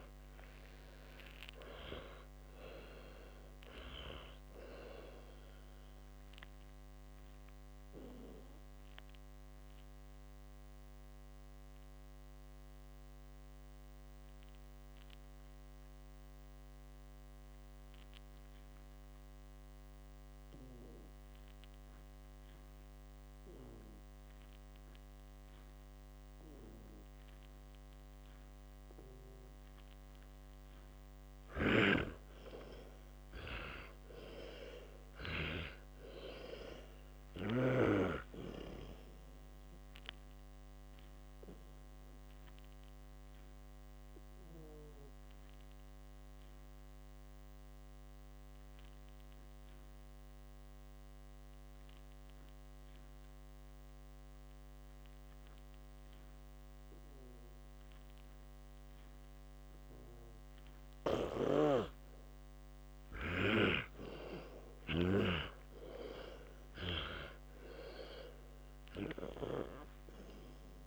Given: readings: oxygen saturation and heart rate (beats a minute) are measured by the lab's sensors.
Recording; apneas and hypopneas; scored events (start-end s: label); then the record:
breathing in sleep by a microphone on the trachea; 2
3.00-34.00 s: oxygen desaturation (device-marked, oxygen 98% before, 90% lowest, heart rate 77 before, 55 extreme)
9.50-25.00 s: obstructive apnea (oxygen 98% before, 90% lowest, heart rate 83 before, 56 extreme, up 3 after)
27.50-31.50 s: arousal
31.00-35.50 s: snoring (device-marked)
42.00-59.00 s: oxygen desaturation (device-marked, oxygen 98% before, 91% lowest, heart rate 63 before, 58 extreme)
44.00-58.50 s: obstructive apnea (oxygen 98% before, 91% lowest, heart rate 63 before, 58 extreme, up 32 after)
63.00-67.00 s: snoring (device-marked)
64.00-68.00 s: arousal
From the record:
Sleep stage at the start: N2 (light sleep); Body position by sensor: on the back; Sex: male